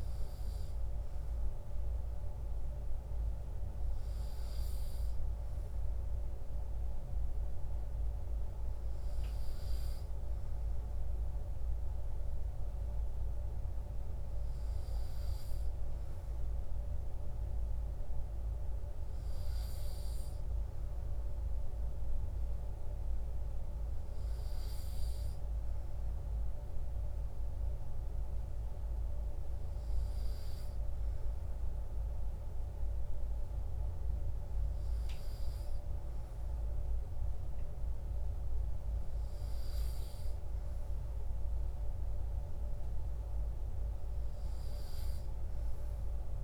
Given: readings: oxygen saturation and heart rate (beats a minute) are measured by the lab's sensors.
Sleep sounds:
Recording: breathing in sleep, hard to hear, by a room microphone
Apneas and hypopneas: none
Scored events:
none scored
From the record:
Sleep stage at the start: N2 (light sleep)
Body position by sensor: on the right side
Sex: male

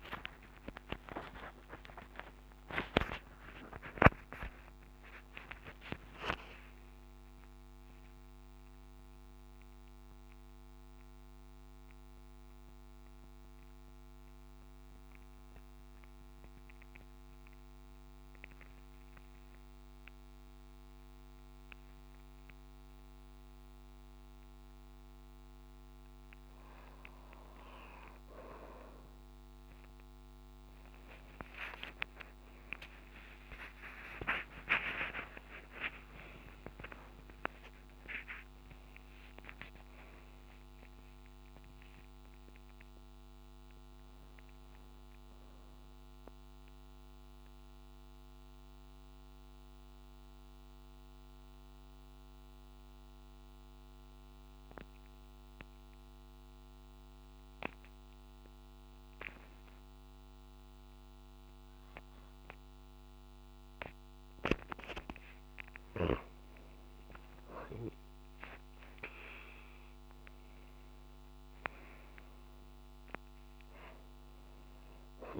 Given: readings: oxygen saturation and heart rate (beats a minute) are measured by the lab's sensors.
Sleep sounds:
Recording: breathing in sleep by a microphone on the trachea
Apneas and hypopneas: 2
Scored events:
0.00-22.50 s: oxygen desaturation (device-marked, oxygen 92% lowest)
2.50-4.50 s: long interval between heartbeats (device-marked)
4.50-6.50 s: long interval between heartbeats (device-marked)
7.50-9.50 s: long interval between heartbeats (device-marked, heart rate 34 before, 85 extreme)
9.50-25.50 s: central apnea (oxygen 97% before, 92% lowest)
31.00-36.00 s: arousal
36.00-38.00 s: long interval between heartbeats (device-marked, heart rate 71 before, 60 extreme)
40.50-42.50 s: long interval between heartbeats (device-marked, heart rate 66 before, 59 extreme)
47.00-49.00 s: long interval between heartbeats (device-marked)
47.50-65.50 s: mixed apnea (oxygen 97% before, 93% lowest)
54.00-56.00 s: long interval between heartbeats (device-marked)
64.00-66.00 s: long interval between heartbeats (device-marked)
68.50-73.00 s: arousal
71.50-73.50 s: long interval between heartbeats (device-marked)
From the record:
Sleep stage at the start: N2 (light sleep)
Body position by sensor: on the right side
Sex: female

